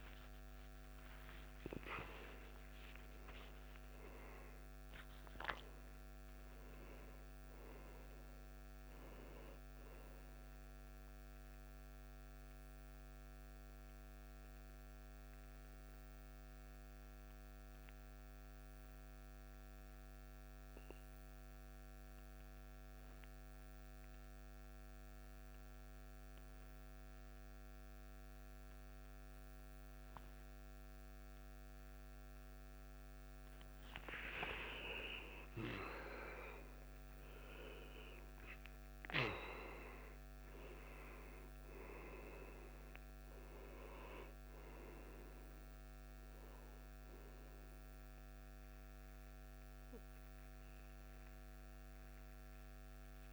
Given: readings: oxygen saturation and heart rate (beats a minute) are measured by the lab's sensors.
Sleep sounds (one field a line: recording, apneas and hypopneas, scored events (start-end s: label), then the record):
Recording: breathing in sleep by a microphone on the trachea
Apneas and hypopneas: 1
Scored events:
0.00-4.00 s: arousal
0.00-13.00 s: oxygen desaturation (device-marked, oxygen 90% lowest, heart rate 55 extreme)
12.00-33.50 s: obstructive apnea (oxygen 97% before, 88% lowest, heart rate 72 before, 55 extreme, up 13 after)
32.00-53.32 s: oxygen desaturation (device-marked, oxygen 97% before, 89% lowest, heart rate 59 before, 55 extreme)
35.00-40.00 s: arousal
From the record:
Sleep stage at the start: N1 (lightest sleep)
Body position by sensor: on the back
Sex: male